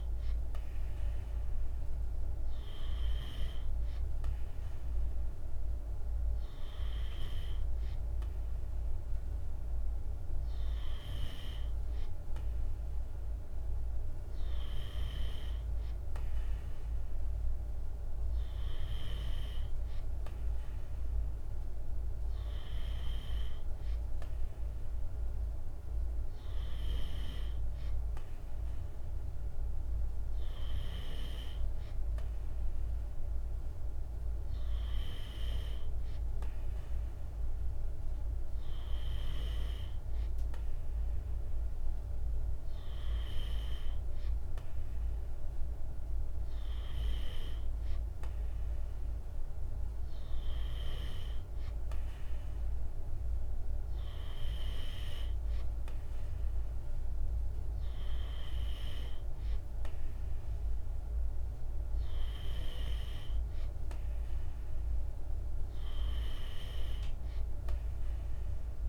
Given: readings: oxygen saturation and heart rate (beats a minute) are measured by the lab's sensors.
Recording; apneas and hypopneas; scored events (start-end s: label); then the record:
breathing in sleep by a room microphone; none
none scored
From the record:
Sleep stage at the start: N2 (light sleep); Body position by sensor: on the right side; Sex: male